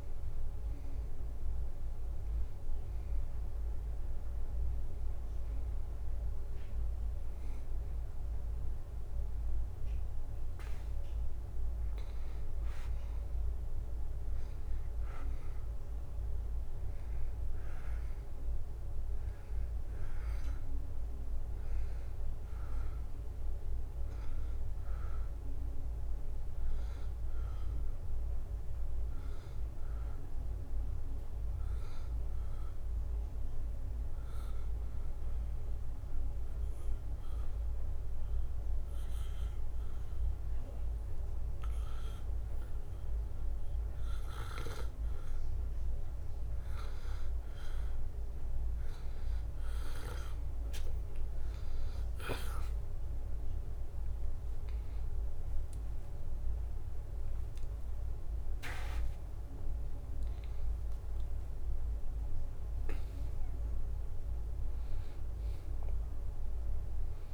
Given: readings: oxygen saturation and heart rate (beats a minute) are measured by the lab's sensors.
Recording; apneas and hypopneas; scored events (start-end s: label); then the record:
breathing in sleep, hard to hear, by a room microphone; 1
34.50-48.00 s: obstructive apnea (oxygen 93% before, 89% lowest, heart rate 81 before, 78 extreme, up 3 after)
51.00-67.34 s: oxygen desaturation (device-marked, oxygen 93% before, 89% lowest, heart rate 80 before, 78 extreme)
53.00-57.50 s: arousal
From the record:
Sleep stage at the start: N2 (light sleep); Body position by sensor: on the back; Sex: male